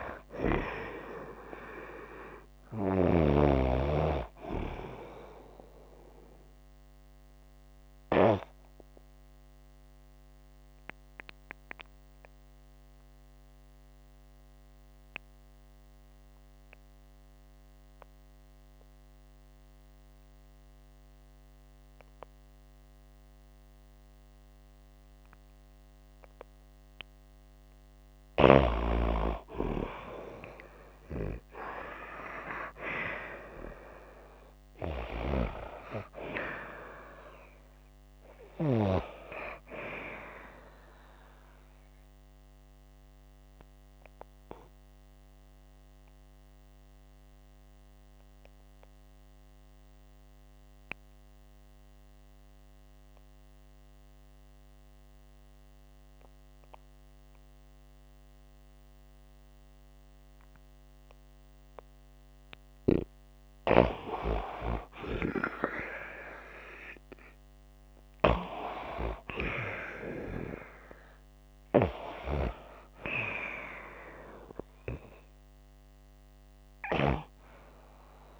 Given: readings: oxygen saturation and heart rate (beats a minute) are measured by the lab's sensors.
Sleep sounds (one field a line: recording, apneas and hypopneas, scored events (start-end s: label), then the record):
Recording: breathing in sleep by a microphone on the trachea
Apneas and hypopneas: 2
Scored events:
1.00-23.00 s: oxygen desaturation (device-marked, oxygen 95% before, 90% lowest, heart rate 85 before, 65 extreme)
7.00-26.00 s: obstructive apnea (oxygen 96% before, 89% lowest, heart rate 84 before, 66 extreme, up 28 after)
30.50-36.00 s: arousal
34.50-38.50 s: snoring (device-marked)
41.50-63.50 s: obstructive apnea (oxygen 93% before, 89% lowest, heart rate 105 before, 55 extreme)
62.00-76.00 s: oxygen desaturation (device-marked, oxygen 95% before, 89% lowest, heart rate 95 before, 57 extreme)
66.50-73.00 s: arousal
From the record:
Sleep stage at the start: N2 (light sleep)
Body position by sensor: on the back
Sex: female